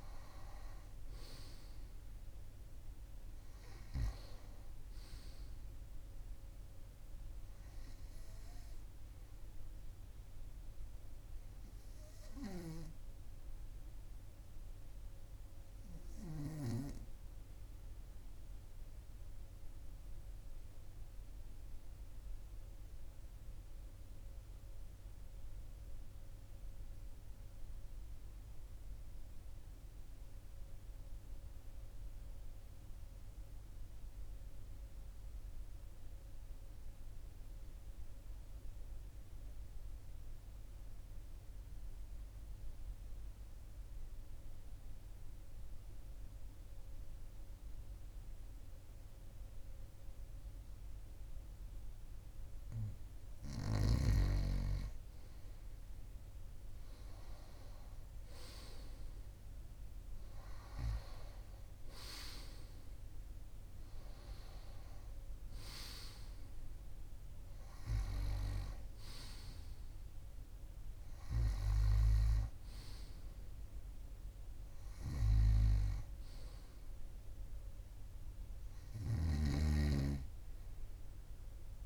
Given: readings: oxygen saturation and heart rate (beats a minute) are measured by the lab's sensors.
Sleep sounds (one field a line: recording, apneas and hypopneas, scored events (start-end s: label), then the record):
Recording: breathing in sleep by a room microphone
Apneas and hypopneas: 1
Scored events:
18.00-52.50 s: obstructive apnea (oxygen 96% before, 92% lowest, heart rate 43 before, 38 extreme, up 1 after)
50.50-81.86 s: oxygen desaturation (device-marked, oxygen 98% before, 92% lowest, heart rate 42 before, 41 extreme)
54.50-58.00 s: arousal
78.50-81.86 s: snoring (device-marked)
From the record:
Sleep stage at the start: N2 (light sleep)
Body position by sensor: on the right side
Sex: male